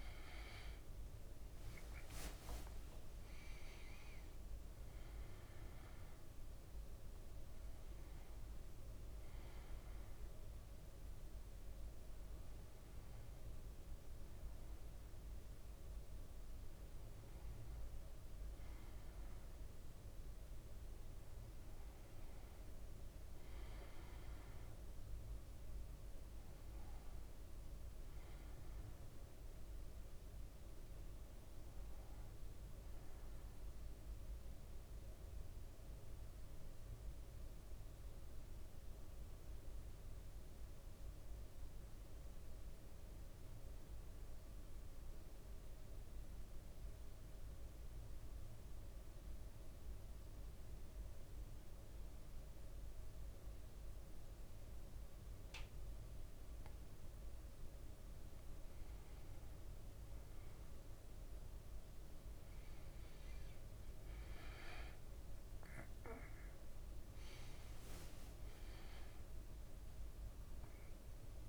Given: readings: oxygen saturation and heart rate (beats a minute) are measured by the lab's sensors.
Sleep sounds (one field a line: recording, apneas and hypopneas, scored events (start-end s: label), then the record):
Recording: breathing in sleep, hard to hear, by a room microphone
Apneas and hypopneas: 1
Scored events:
1.50-3.50 s: leg movement (device-marked)
2.00-29.00 s: oxygen desaturation (device-marked, oxygen 98% before, 95% lowest, heart rate 58 before, 56 extreme)
28.50-31.50 s: arousal
34.00-56.00 s: mixed apnea (oxygen 100% before, 95% lowest, heart rate 58 before, 56 extreme, up 3 after)
62.00-71.49 s: oxygen desaturation (device-marked, oxygen 100% before, 95% lowest, heart rate 57 before, 57 extreme)
66.50-68.00 s: leg movement (device-marked)
From the record:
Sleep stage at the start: N1 (lightest sleep)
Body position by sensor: on the back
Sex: male